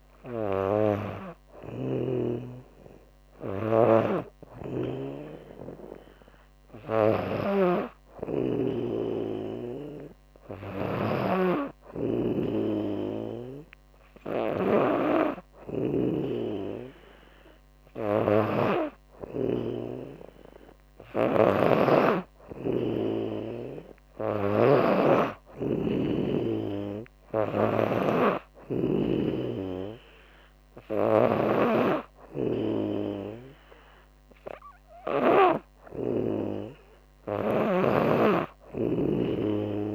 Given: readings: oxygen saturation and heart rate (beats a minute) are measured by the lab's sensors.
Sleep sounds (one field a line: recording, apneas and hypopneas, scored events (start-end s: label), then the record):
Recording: breathing in sleep by a microphone on the trachea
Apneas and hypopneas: none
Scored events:
0.00-1.00 s: snoring (device-marked)
3.00-34.50 s: snoring (device-marked)
37.00-39.95 s: arousal
From the record:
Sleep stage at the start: N2 (light sleep)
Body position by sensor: on the back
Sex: female